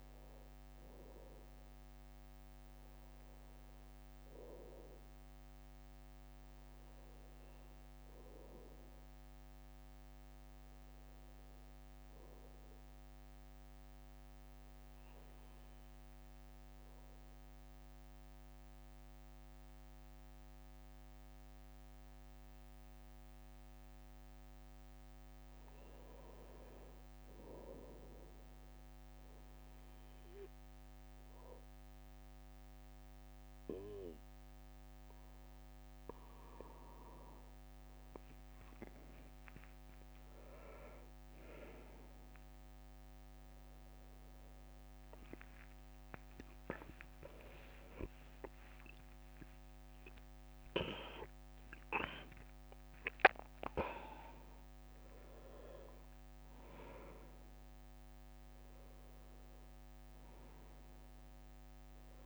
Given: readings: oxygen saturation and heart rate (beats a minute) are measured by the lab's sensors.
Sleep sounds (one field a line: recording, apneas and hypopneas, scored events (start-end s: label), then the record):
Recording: breathing in sleep by a microphone on the trachea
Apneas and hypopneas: 1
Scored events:
11.50-24.00 s: obstructive apnea (oxygen 99% before, 95% lowest, heart rate 66 before, 65 extreme, up 1 after)
26.00-29.00 s: arousal
37.00-39.50 s: leg movement (device-marked)
44.00-51.50 s: leg movement (device-marked)
46.50-51.00 s: arousal
From the record:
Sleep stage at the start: N2 (light sleep)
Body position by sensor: on the back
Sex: male